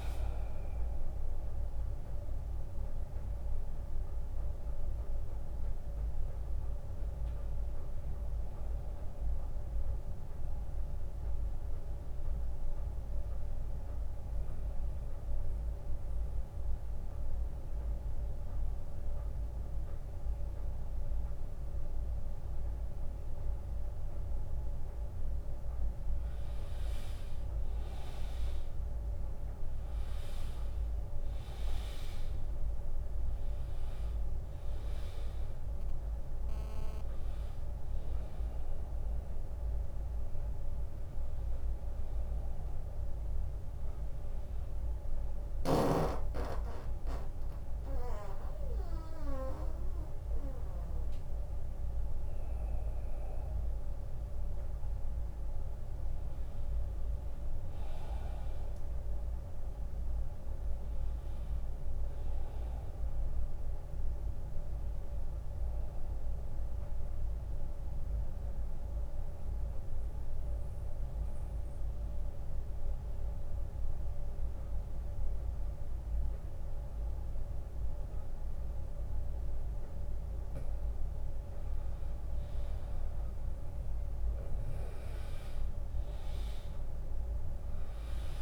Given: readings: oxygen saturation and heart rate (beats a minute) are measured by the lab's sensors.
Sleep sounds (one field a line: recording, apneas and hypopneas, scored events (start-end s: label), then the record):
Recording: breathing in sleep, hard to hear, by a room microphone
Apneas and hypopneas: 3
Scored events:
0.00-10.50 s: oxygen desaturation (device-marked, oxygen 87% lowest, heart rate 73 extreme)
13.50-26.50 s: obstructive apnea (oxygen 100% before, 91% lowest, heart rate 87 before, 77 extreme, up 9 after)
29.00-33.50 s: arousal
33.50-51.50 s: oxygen desaturation (device-marked, oxygen 100% before, 91% lowest, heart rate 79 before, 78 extreme)
44.00-55.00 s: obstructive apnea (oxygen 100% before, 90% lowest, heart rate 82 before, 77 extreme, up 8 after)
57.50-61.00 s: arousal
68.00-80.00 s: obstructive apnea (oxygen 99% before, 90% lowest, heart rate 81 before, 68 extreme, up 0 after)
82.00-85.50 s: arousal
84.50-88.42 s: oxygen desaturation (device-marked, oxygen 98% before, 90% lowest, heart rate 79 before, 71 extreme)
From the record:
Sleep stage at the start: N2 (light sleep)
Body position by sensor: on the back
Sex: male